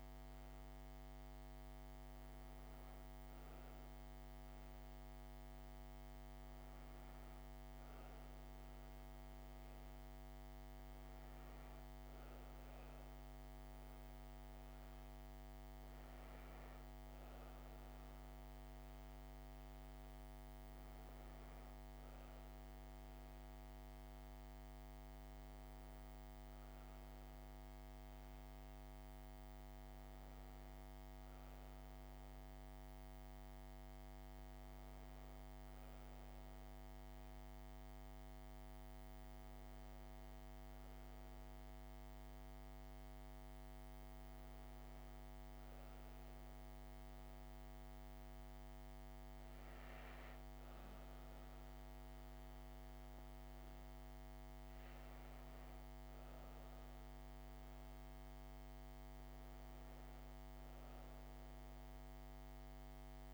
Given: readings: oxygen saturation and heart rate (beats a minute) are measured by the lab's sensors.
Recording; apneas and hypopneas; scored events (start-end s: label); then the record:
breathing in sleep, hard to hear, by a microphone on the trachea; none
29.00-63.34 s: new sleep stage, N2 (light sleep)
From the record:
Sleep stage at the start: N1 (lightest sleep); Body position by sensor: on the back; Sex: female